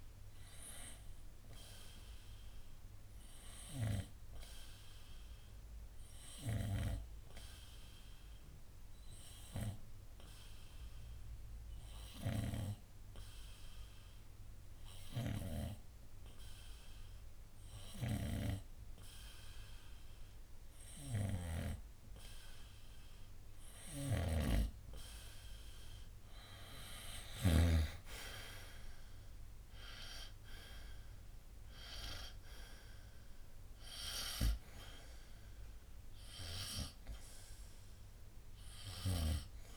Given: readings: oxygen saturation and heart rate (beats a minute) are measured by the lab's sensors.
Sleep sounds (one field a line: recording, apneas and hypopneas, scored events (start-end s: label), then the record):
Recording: breathing in sleep by a room microphone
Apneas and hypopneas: 1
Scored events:
6.00-21.00 s: hypopnea (oxygen 92% before, 90% lowest, heart rate 66 before, 60 extreme, up 5 after)
18.00-28.00 s: snoring (device-marked)
28.00-32.00 s: arousal
From the record:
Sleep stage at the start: N2 (light sleep)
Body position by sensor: on the front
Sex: male